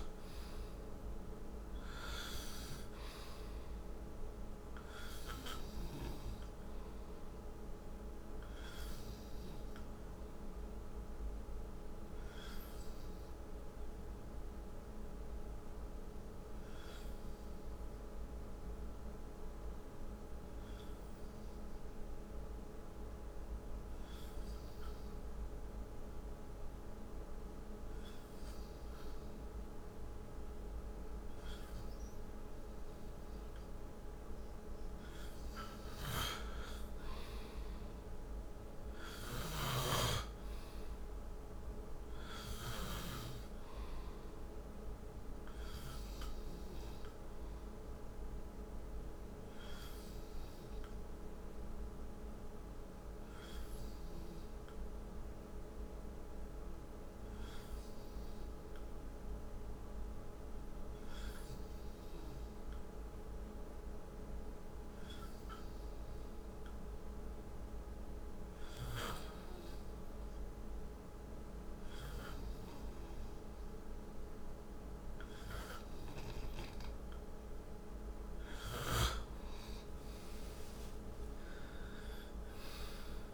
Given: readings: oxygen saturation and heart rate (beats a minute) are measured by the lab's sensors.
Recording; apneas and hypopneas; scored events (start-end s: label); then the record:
breathing in sleep, hard to hear, by a room microphone; 2
0.00-2.50 s: arousal
0.00-21.00 s: oxygen desaturation (device-marked, oxygen 90% lowest, heart rate 56 extreme)
7.50-32.00 s: obstructive apnea (oxygen 96% before, 90% lowest, heart rate 66 before, 56 extreme, up 10 after)
33.50-37.50 s: arousal
38.00-61.00 s: oxygen desaturation (device-marked, oxygen 96% before, 91% lowest, heart rate 60 before, 61 extreme)
50.50-75.50 s: obstructive apnea (oxygen 97% before, 90% lowest, heart rate 64 before, 58 extreme, up 8 after)
75.00-83.34 s: oxygen desaturation (device-marked, oxygen 97% before, 90% lowest, heart rate 64 before, 57 extreme)
78.50-83.00 s: arousal
From the record:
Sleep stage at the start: N2 (light sleep); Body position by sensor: on the right side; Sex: male